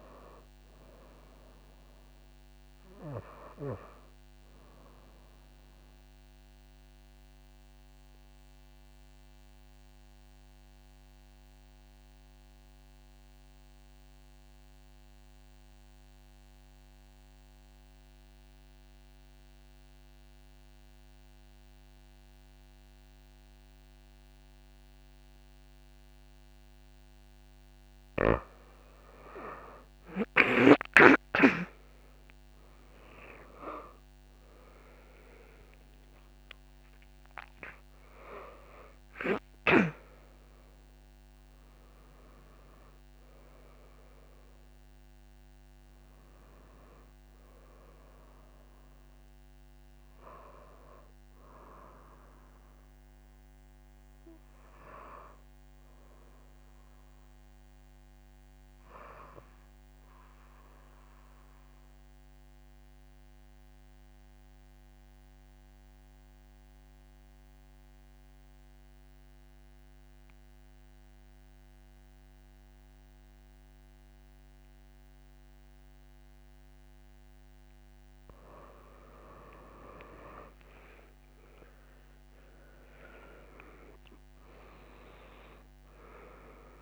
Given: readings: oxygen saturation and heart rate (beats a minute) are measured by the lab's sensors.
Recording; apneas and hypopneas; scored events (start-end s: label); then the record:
breathing in sleep by a microphone on the trachea; 2
0.00-16.50 s: oxygen desaturation (device-marked, oxygen 91% lowest)
5.50-28.00 s: obstructive apnea (oxygen 96% before, 89% lowest)
29.50-59.50 s: oxygen desaturation (device-marked, oxygen 98% before, 89% lowest)
35.00-38.50 s: arousal
61.50-77.50 s: obstructive apnea (oxygen 99% before, 90% lowest)
76.50-86.82 s: oxygen desaturation (device-marked, oxygen 98% before, 90% lowest)
79.50-83.00 s: arousal
From the record:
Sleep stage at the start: N2 (light sleep); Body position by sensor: on the back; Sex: female